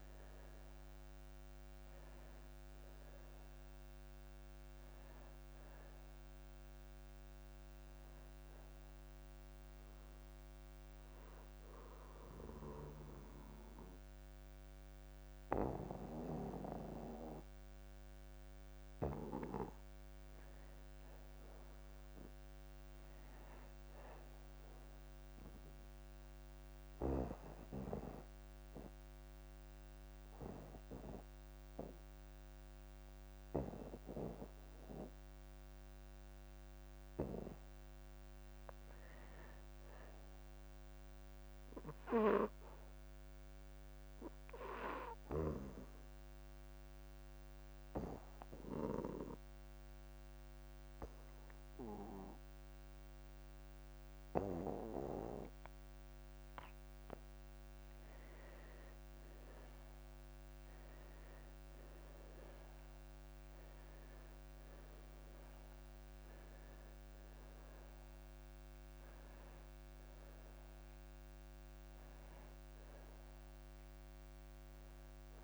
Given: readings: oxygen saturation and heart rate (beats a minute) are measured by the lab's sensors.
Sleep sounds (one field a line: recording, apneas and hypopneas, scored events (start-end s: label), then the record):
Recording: breathing in sleep by a microphone on the trachea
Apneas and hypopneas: 3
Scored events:
0.00-19.00 s: oxygen desaturation (device-marked, oxygen 77% lowest)
11.00-21.00 s: obstructive apnea (oxygen 91% before, 77% lowest)
22.50-24.50 s: arousal
27.00-37.00 s: obstructive apnea (oxygen 99% before, 84% lowest)
34.00-60.00 s: oxygen desaturation (device-marked, oxygen 99% before, 87% lowest)
39.00-41.50 s: arousal
45.00-58.50 s: obstructive apnea (oxygen 99% before, 84% lowest)
52.50-54.50 s: long interval between heartbeats (device-marked)
60.50-64.50 s: arousal
66.00-75.44 s: oxygen desaturation (device-marked, oxygen 92% before, 84% lowest)
From the record:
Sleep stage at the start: N2 (light sleep)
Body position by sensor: on the back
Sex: male